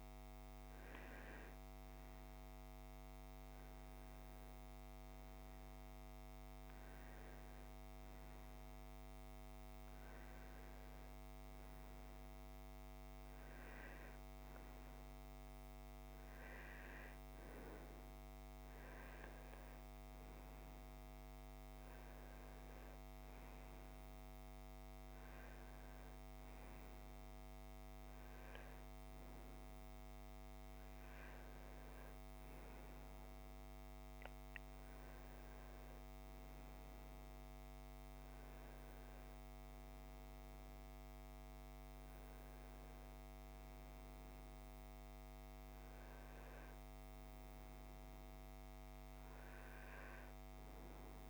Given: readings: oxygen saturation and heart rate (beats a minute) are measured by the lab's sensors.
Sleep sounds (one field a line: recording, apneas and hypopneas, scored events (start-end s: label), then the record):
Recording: a person awake in a sleep study, hard to hear, by a microphone on the trachea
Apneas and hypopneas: none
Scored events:
none scored
From the record:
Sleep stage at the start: awake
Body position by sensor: on the right side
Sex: male